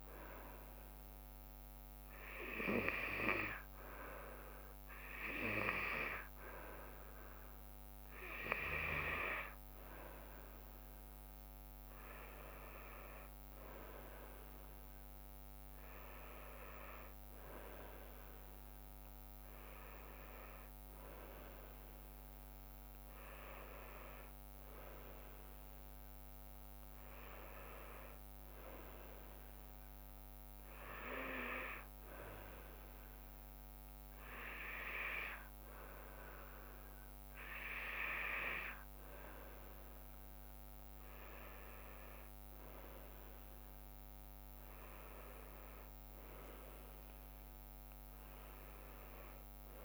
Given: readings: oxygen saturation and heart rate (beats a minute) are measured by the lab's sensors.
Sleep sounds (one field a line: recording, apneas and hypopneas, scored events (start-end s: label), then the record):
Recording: breathing in sleep by a microphone on the trachea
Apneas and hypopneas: none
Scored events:
11.50-15.00 s: arousal
44.50-49.85 s: drop in pulse transit time (device-marked, heart rate 77 before, 77 extreme)
From the record:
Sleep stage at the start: N2 (light sleep)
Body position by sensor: on the back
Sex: female